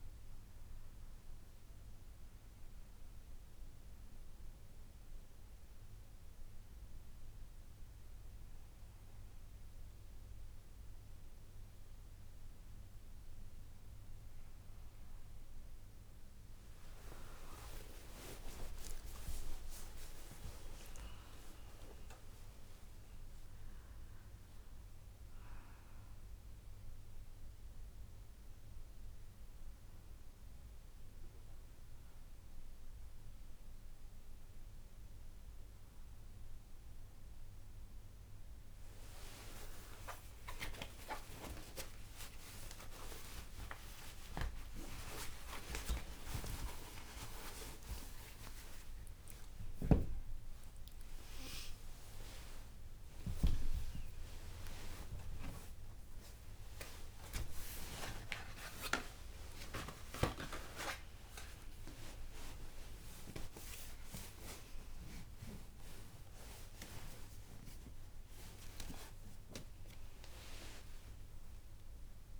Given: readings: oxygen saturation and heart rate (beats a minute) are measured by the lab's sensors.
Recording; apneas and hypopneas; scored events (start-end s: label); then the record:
a person awake in a sleep study, by a room microphone; none
39.00-41.00 s: long interval between heartbeats (device-marked, heart rate 61 before, 60 extreme)
45.00-47.00 s: long interval between heartbeats (device-marked, heart rate 61 before, 66 extreme)
54.00-56.00 s: long interval between heartbeats (device-marked, heart rate 64 before, 73 extreme)
58.00-60.00 s: long interval between heartbeats (device-marked, heart rate 67 before, 80 extreme)
From the record:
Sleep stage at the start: awake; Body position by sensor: on the back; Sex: female